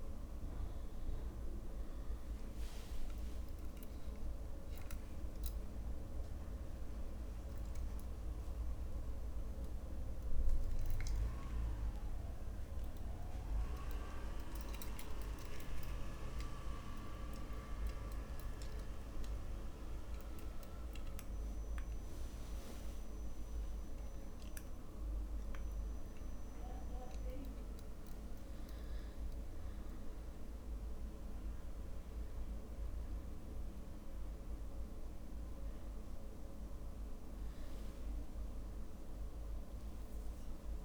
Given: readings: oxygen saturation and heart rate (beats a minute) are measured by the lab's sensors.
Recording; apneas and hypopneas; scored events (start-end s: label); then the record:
a person awake in a sleep study, hard to hear, by a room microphone; none
none scored
From the record:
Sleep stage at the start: awake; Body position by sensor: on the back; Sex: male